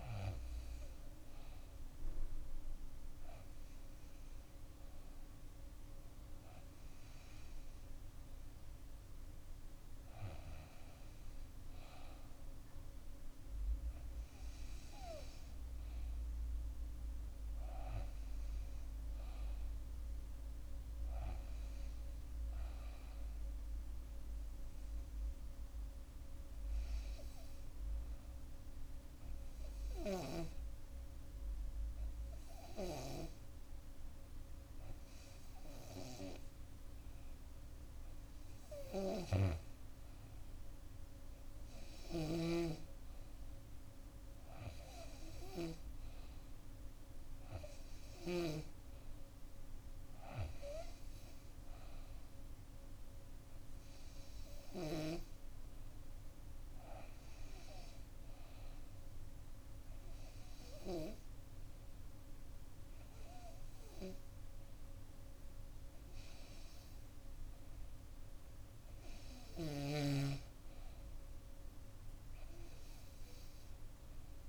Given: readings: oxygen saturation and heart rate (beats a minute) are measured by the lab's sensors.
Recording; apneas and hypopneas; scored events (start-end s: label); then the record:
breathing in sleep by a room microphone; 2
4.50-7.50 s: bradycardia (device-marked, heart rate 64 before, 61 extreme)
14.50-18.00 s: arousal
23.00-38.00 s: hypopnea (oxygen 98% before, 94% lowest, heart rate 63 before, 59 extreme, up 3 after)
41.50-46.50 s: arousal
41.50-74.49 s: new sleep stage, REM sleep
57.50-70.00 s: hypopnea (oxygen 97% before, 93% lowest, heart rate 64 before, 62 extreme, up 2 after)
69.00-74.49 s: snoring (device-marked)
From the record:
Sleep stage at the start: N2 (light sleep); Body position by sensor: on the back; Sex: female